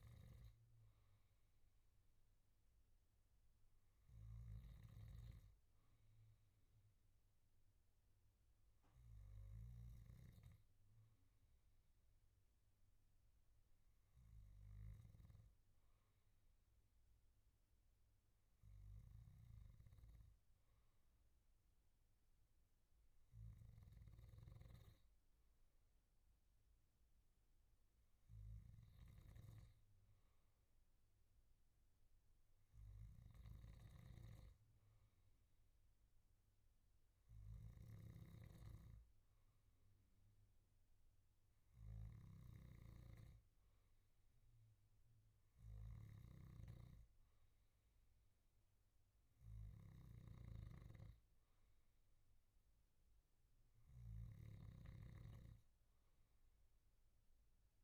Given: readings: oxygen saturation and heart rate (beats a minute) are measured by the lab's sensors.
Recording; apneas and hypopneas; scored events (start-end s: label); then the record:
breathing in sleep, hard to hear, by a room microphone; none
34.00-55.00 s: snoring (device-marked)
From the record:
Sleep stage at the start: N2 (light sleep); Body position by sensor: on the back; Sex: male